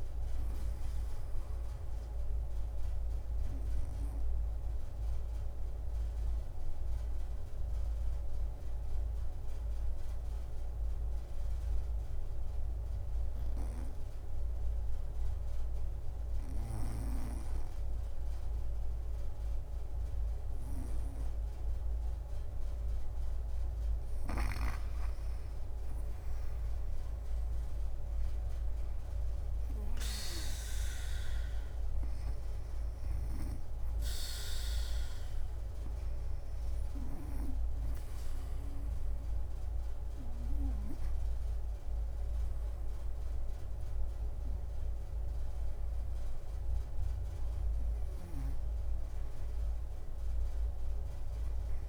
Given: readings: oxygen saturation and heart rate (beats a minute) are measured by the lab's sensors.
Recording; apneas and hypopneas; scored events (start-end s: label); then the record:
breathing in sleep by a room microphone; 1
3.50-24.00 s: obstructive apnea (oxygen 99% before, 94% lowest, heart rate 59 before, 55 extreme, up 15 after)
6.00-16.00 s: drop in pulse transit time (device-marked, heart rate 59 before, 55 extreme)
25.00-28.00 s: leg movement (device-marked)
25.50-30.00 s: arousal
27.00-38.00 s: drop in pulse transit time (device-marked, heart rate 58 before, 62 extreme)
31.00-51.00 s: oxygen desaturation (device-marked, oxygen 97% before, 94% lowest, heart rate 60 before, 57 extreme)
From the record:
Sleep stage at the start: REM sleep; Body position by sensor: on the back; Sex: female